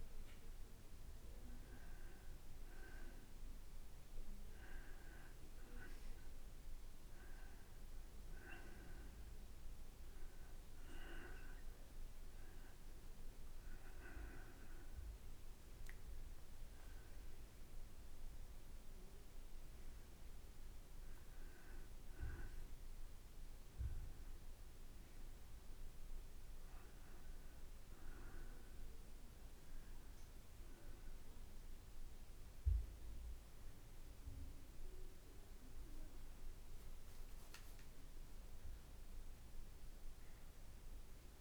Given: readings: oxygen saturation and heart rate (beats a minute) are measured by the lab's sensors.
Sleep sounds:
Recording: breathing in sleep, hard to hear, by a room microphone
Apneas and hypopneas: none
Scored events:
0.00-4.50 s: drop in pulse transit time (device-marked, heart rate 58 extreme)
From the record:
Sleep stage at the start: N2 (light sleep)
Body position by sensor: on the back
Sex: male

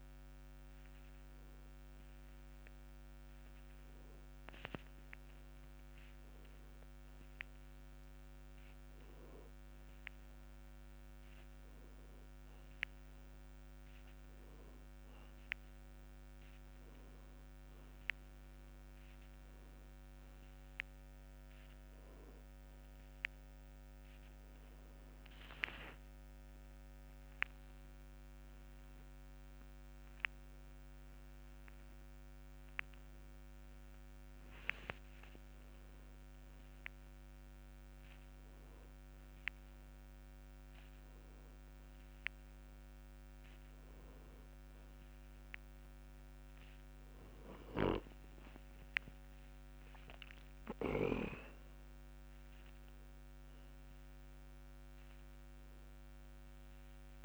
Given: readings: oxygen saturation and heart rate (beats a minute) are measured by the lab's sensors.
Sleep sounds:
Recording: a person awake in a sleep study, by a microphone on the trachea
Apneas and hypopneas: none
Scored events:
none scored
From the record:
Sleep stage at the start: awake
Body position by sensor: on the back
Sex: male

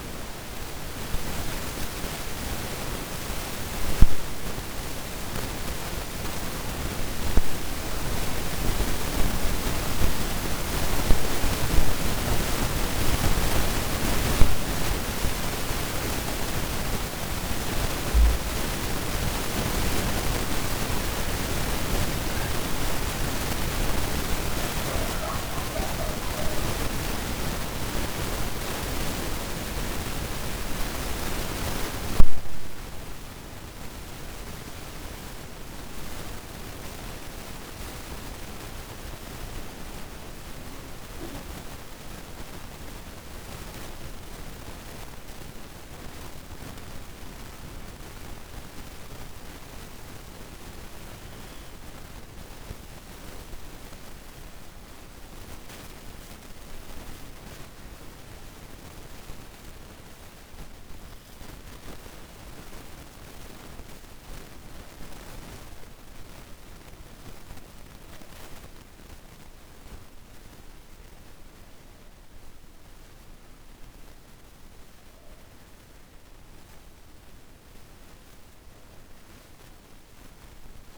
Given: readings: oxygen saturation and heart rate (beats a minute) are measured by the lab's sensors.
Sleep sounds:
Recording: a person awake in a sleep study, by a room microphone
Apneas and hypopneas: none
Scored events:
54.00-80.98 s: new sleep stage, N1 (lightest sleep)
From the record:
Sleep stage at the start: awake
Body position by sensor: on the back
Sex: male

